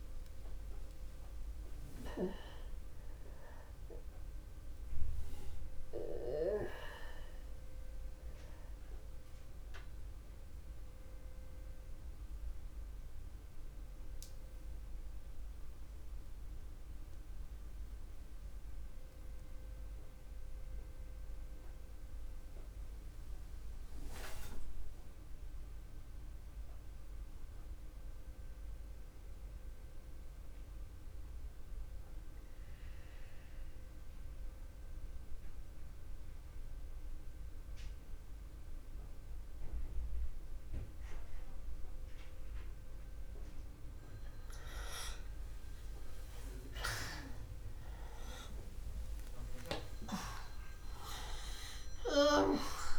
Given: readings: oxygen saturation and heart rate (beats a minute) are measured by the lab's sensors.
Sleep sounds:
breathing in sleep by a room microphone; 1
12.00-45.00 s: mixed apnea (oxygen 97% before, 84% lowest, heart rate 65 before, 62 extreme, up 0 after)
13.00-25.00 s: oxygen desaturation (device-marked, oxygen 96% before, 91% lowest, heart rate 66 before, 62 extreme)
44.00-52.99 s: oxygen desaturation (device-marked, oxygen 97% before, 84% lowest, heart rate 63 before, 62 extreme)
48.50-52.99 s: arousal
From the record:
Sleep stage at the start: N2 (light sleep); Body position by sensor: on the back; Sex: male

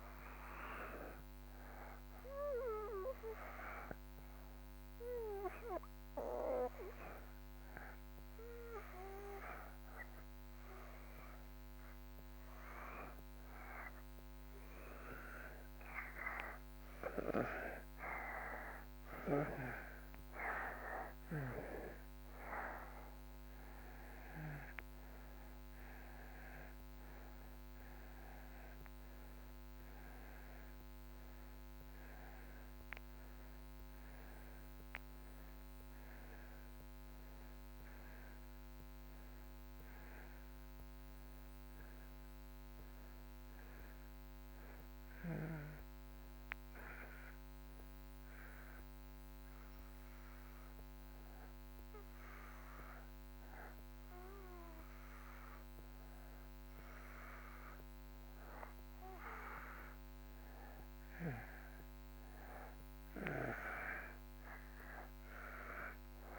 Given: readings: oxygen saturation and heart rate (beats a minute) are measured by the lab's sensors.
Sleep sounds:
breathing in sleep by a microphone on the trachea; 2
0.00-11.00 s: oxygen desaturation (device-marked, oxygen 94% before, 89% lowest)
1.50-16.00 s: obstructive apnea (oxygen 94% before, 87% lowest)
18.50-23.00 s: arousal
30.00-55.00 s: oxygen desaturation (device-marked, oxygen 93% before, 87% lowest)
46.50-58.50 s: obstructive apnea (oxygen 93% before, 88% lowest)
61.00-64.50 s: arousal
From the record:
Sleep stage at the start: N2 (light sleep); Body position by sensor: on the back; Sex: male

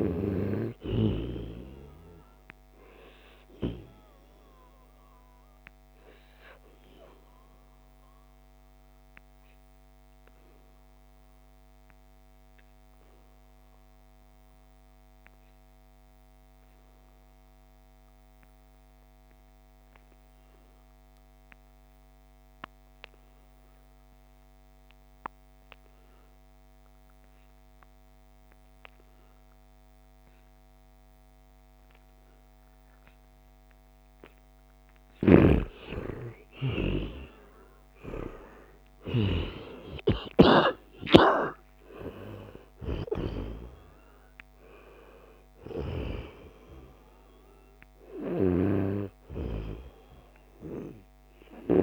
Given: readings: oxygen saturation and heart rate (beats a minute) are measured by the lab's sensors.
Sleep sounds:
breathing in sleep by a microphone on the trachea; 1
0.00-13.00 s: oxygen desaturation (device-marked, oxygen 88% lowest, heart rate 69 extreme)
1.50-33.50 s: obstructive apnea (oxygen 98% before, 87% lowest, heart rate 73 before, 69 extreme, up 21 after)
2.50-4.50 s: long interval between heartbeats (device-marked, heart rate 74 before, 92 extreme)
22.00-51.83 s: new sleep stage, N2 (light sleep)
32.00-51.83 s: oxygen desaturation (device-marked, oxygen 97% before, 87% lowest, heart rate 73 before, 69 extreme)
35.00-40.00 s: arousal
35.00-40.50 s: snoring (device-marked)
41.50-43.50 s: long interval between heartbeats (device-marked, heart rate 71 before, 90 extreme)
From the record:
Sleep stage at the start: REM sleep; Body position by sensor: on the back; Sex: male

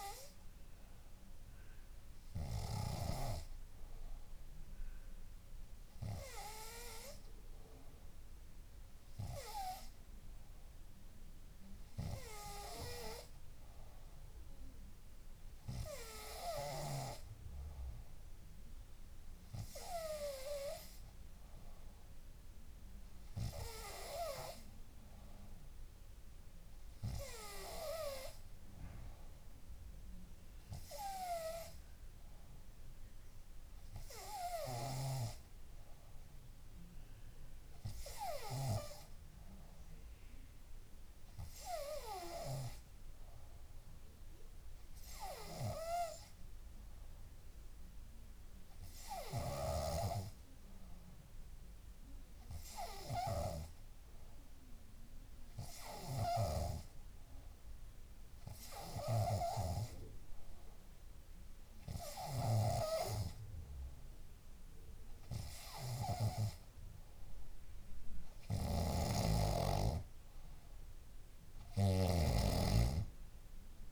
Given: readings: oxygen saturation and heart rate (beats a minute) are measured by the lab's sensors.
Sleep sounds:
breathing in sleep by a room microphone; 1
39.50-54.50 s: hypopnea (oxygen 96% before, 92% lowest, heart rate 64 before, 63 extreme, up 4 after)
58.00-61.00 s: arousal
65.50-73.92 s: oxygen desaturation (device-marked, oxygen 95% before, 92% lowest, heart rate 65 before, 61 extreme)
68.50-72.50 s: snoring (device-marked)
From the record:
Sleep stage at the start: N3 (deep sleep); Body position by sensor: on the back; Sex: female

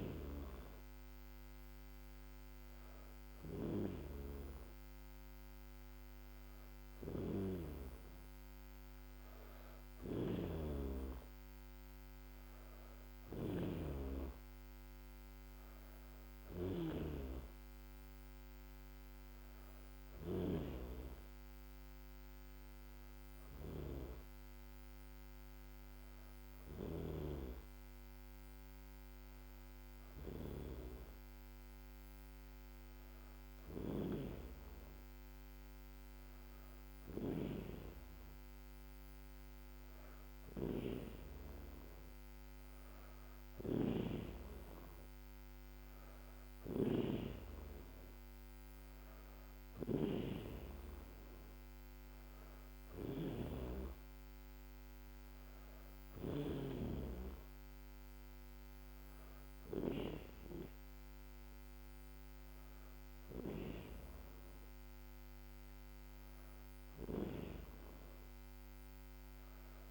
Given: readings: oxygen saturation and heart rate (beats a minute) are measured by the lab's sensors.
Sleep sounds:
breathing in sleep by a microphone on the trachea; none
9.50-16.50 s: snoring (device-marked)
From the record:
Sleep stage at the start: N2 (light sleep); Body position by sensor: on the back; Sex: female

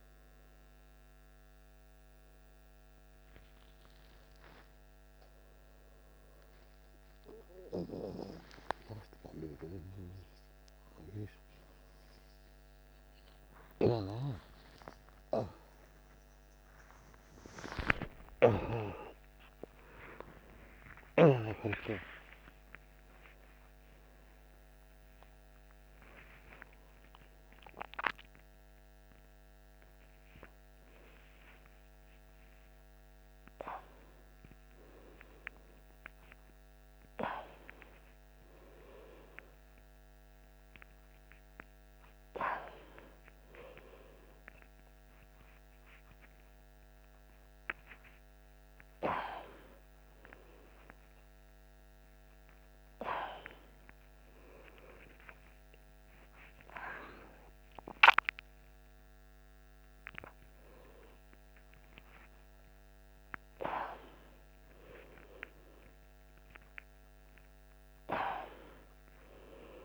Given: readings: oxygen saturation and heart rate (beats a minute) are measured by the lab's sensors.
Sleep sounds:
a person awake in a sleep study, by a microphone on the trachea; none
17.00-22.00 s: tachycardia (device-marked, heart rate 58 before, 117 extreme)
From the record:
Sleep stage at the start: awake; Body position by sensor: on the right side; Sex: male

